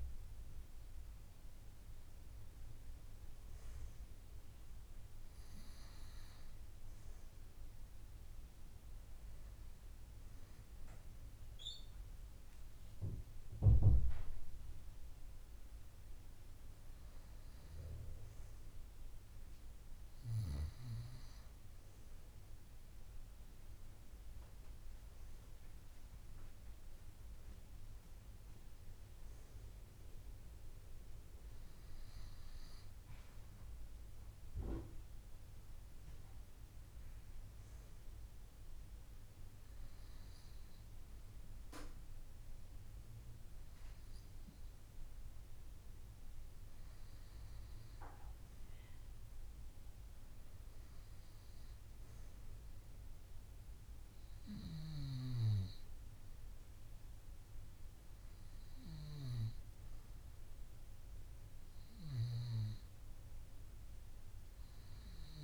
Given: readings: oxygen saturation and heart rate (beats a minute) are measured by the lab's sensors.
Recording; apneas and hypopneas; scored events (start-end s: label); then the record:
breathing in sleep by a room microphone; none
none scored
From the record:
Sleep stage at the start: N2 (light sleep); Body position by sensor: on the back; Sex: female